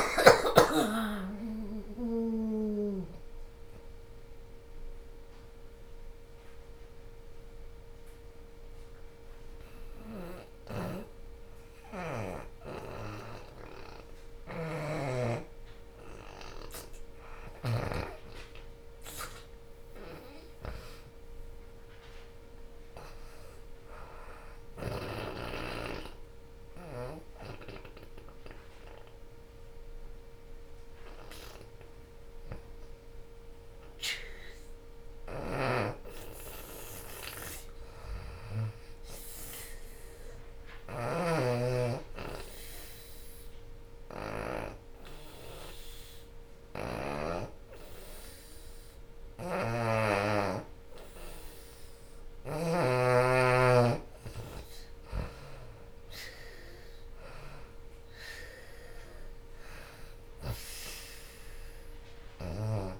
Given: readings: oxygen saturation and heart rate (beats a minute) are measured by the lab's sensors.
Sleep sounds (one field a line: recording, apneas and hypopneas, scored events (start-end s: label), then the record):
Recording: breathing in sleep by a room microphone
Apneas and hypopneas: 3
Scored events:
0.00-2.00 s: arousal
0.00-10.50 s: drop in pulse transit time (device-marked, heart rate 78 extreme)
0.00-19.50 s: oxygen desaturation (device-marked, oxygen 77% lowest, heart rate 73 extreme)
5.00-17.00 s: hypopnea (oxygen 90% before, 77% lowest, heart rate 82 before, 73 extreme, up 15 after)
19.00-23.00 s: arousal
25.50-36.00 s: obstructive apnea (oxygen 96% before, 81% lowest, heart rate 81 before, 66 extreme, up 7 after)
25.50-39.50 s: oxygen desaturation (device-marked, oxygen 96% before, 88% lowest, heart rate 81 before, 66 extreme)
38.00-41.50 s: arousal
42.50-53.50 s: obstructive apnea (oxygen 96% before, 81% lowest, heart rate 80 before, 62 extreme, up 25 after)
49.50-52.50 s: oxygen desaturation (device-marked, oxygen 92% before, 87% lowest, heart rate 76 before, 62 extreme)
55.00-59.00 s: arousal
56.50-63.00 s: drop in pulse transit time (device-marked, heart rate 75 before, 74 extreme)
57.50-63.00 s: oxygen desaturation (device-marked, oxygen 90% before, 81% lowest, heart rate 75 before, 62 extreme)
From the record:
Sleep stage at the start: N2 (light sleep)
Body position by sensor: on the back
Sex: female